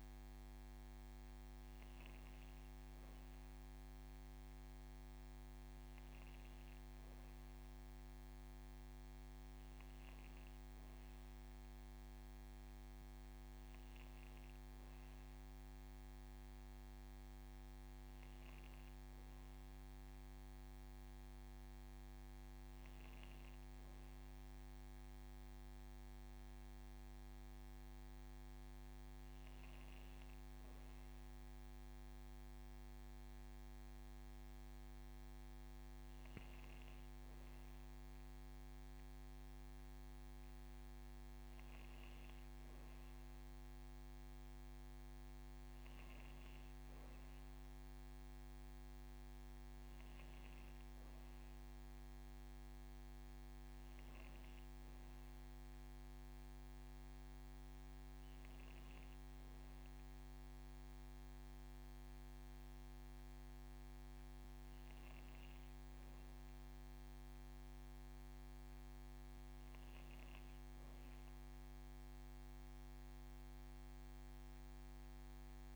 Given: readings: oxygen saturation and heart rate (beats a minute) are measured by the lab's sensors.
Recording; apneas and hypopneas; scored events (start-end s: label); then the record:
breathing in sleep, hard to hear, by a microphone on the trachea; none
28.50-33.00 s: arousal
From the record:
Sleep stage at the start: N1 (lightest sleep); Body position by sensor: on the back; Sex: female